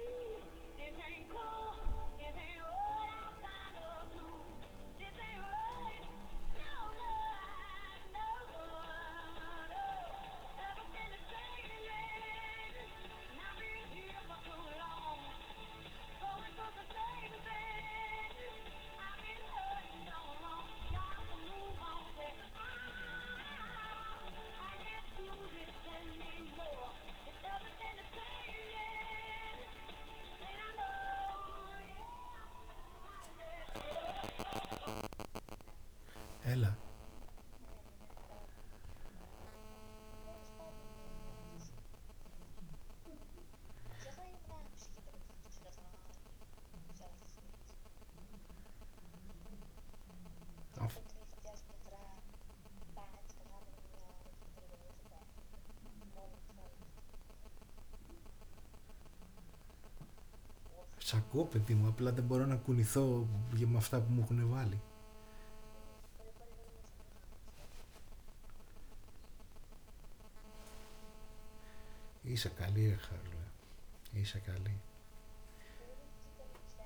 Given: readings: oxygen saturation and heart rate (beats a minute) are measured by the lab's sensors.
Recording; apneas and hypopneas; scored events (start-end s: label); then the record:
a person awake in a sleep study, by a room microphone; none
none scored
From the record:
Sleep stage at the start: awake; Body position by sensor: on the back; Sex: male